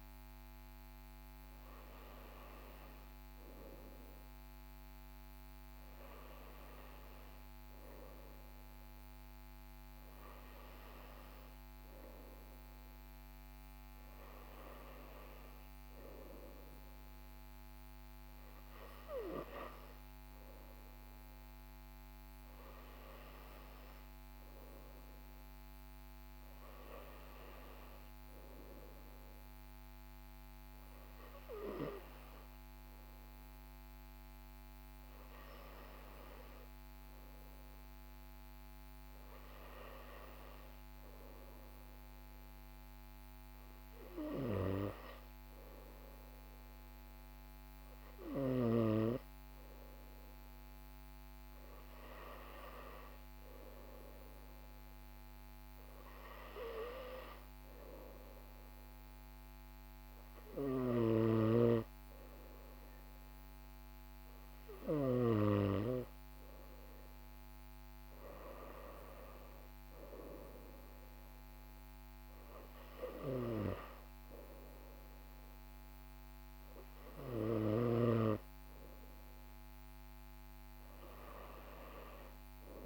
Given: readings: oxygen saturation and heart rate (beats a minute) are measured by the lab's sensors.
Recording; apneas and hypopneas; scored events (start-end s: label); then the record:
breathing in sleep by a microphone on the trachea; none
none scored
From the record:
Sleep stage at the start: N2 (light sleep); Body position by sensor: on the right side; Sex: male